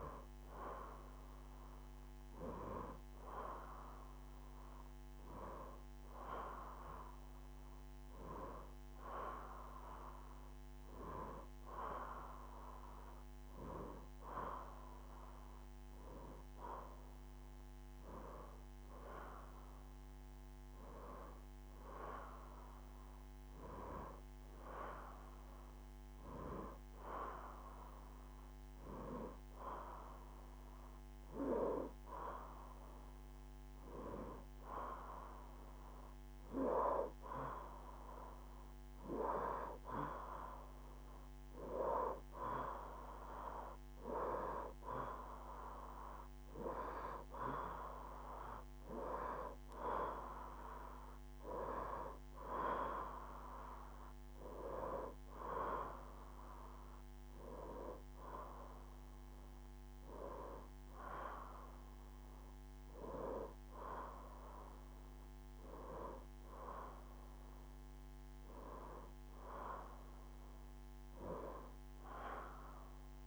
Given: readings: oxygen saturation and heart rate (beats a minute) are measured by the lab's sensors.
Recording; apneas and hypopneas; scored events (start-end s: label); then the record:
breathing in sleep by a microphone on the trachea; none
none scored
From the record:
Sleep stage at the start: N2 (light sleep); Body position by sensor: on the right side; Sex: female